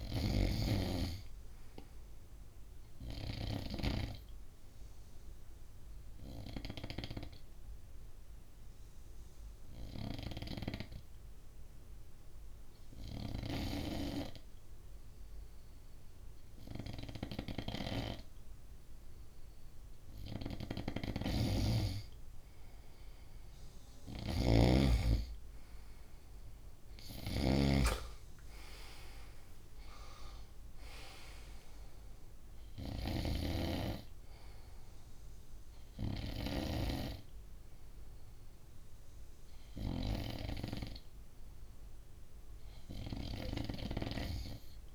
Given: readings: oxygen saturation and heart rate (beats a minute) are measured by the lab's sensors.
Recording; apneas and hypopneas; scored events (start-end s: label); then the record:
breathing in sleep by a room microphone; 1
0.00-15.00 s: oxygen desaturation (device-marked, oxygen 93% lowest, heart rate 62 extreme)
3.50-20.50 s: obstructive apnea (oxygen 97% before, 93% lowest, heart rate 67 before, 62 extreme, up 2 after)
20.50-36.50 s: snoring (device-marked)
22.00-24.50 s: arousal
From the record:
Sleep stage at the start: N2 (light sleep); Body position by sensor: on the front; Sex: male